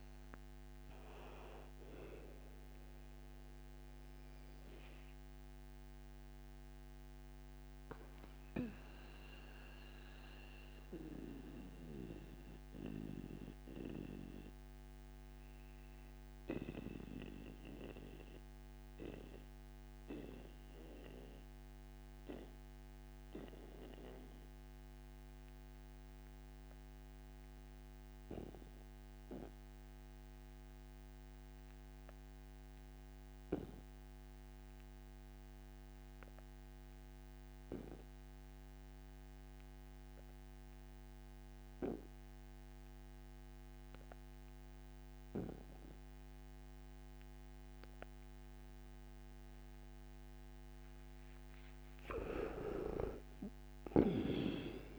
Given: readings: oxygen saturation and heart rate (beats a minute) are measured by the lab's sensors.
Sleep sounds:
breathing in sleep by a microphone on the trachea; 1
0.00-16.50 s: oxygen desaturation (device-marked, oxygen 77% lowest, heart rate 57 extreme)
4.50-50.50 s: mixed apnea (oxygen 96% before, 77% lowest, heart rate 76 before, 57 extreme, up 44 after)
39.50-54.99 s: oxygen desaturation (device-marked, oxygen 99% before, 78% lowest, heart rate 59 before, 59 extreme)
51.50-54.99 s: arousal
From the record:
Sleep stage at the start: N2 (light sleep); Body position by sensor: on the right side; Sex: male

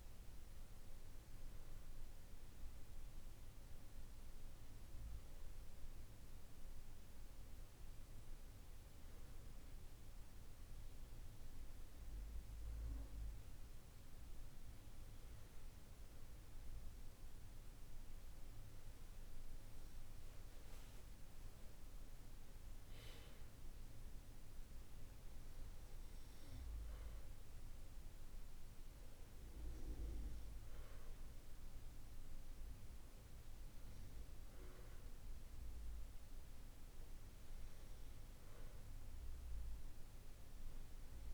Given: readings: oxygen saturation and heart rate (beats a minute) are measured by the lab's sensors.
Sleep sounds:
breathing in sleep, hard to hear, by a room microphone; 1
5.50-20.00 s: hypopnea (oxygen 96% before, 95% lowest, heart rate 50 before, 48 extreme, up 5 after)
21.50-25.00 s: arousal
From the record:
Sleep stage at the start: N2 (light sleep); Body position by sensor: on the back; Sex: male

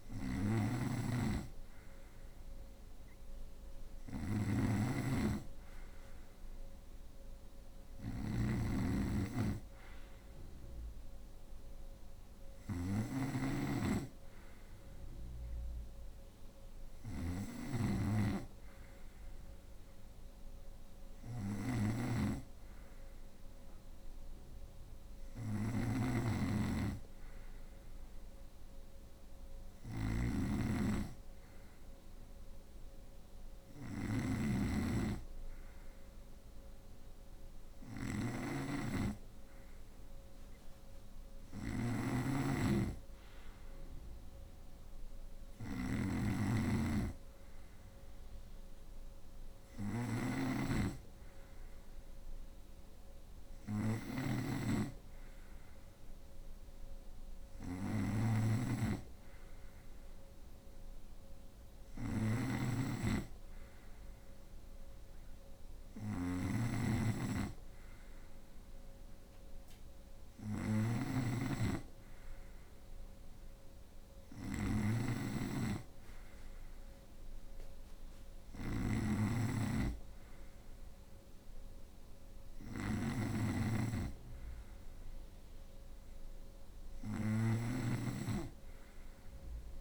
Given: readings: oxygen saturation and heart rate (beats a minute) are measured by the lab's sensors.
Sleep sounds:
breathing in sleep by a room microphone; none
0.00-89.81 s: snoring (device-marked)
From the record:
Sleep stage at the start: N2 (light sleep); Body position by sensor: on the right side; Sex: female

